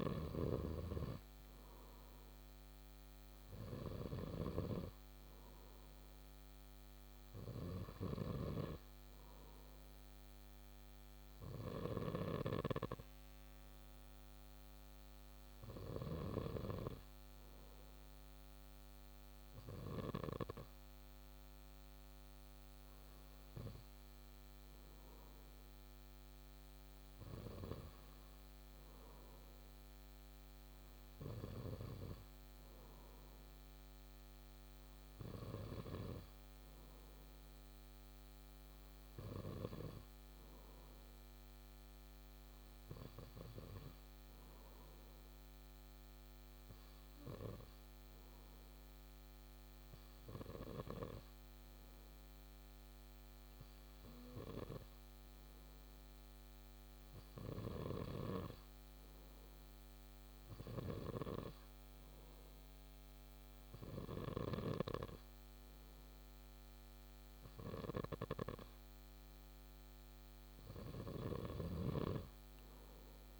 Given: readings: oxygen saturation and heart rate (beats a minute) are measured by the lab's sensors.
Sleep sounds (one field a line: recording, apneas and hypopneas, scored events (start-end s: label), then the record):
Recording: breathing in sleep by a microphone on the trachea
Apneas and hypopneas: none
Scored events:
7.50-12.00 s: snoring (device-marked)
71.00-73.39 s: snoring (device-marked)
From the record:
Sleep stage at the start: N2 (light sleep)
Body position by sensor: on the back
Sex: male